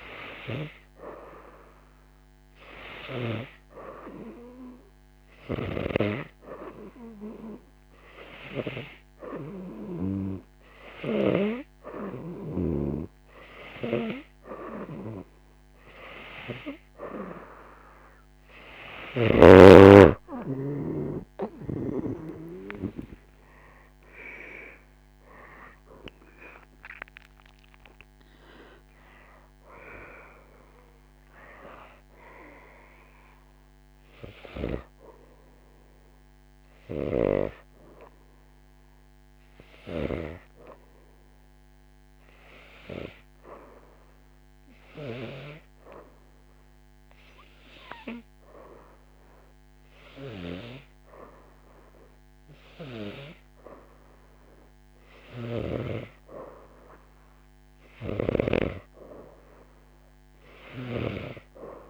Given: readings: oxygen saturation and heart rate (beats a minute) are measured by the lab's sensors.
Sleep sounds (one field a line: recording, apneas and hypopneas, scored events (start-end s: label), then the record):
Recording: breathing in sleep by a microphone on the trachea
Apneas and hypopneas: 1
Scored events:
25.00-28.50 s: arousal
43.00-54.00 s: hypopnea (oxygen 95% before, 92% lowest, heart rate 96 before, 85 extreme, up 0 after)
55.00-58.50 s: snoring (device-marked)
56.00-59.50 s: arousal
59.00-61.90 s: oxygen desaturation (device-marked, oxygen 98% before, 92% lowest, heart rate 90 before, 88 extreme)
From the record:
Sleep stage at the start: N2 (light sleep)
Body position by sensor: on the right side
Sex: female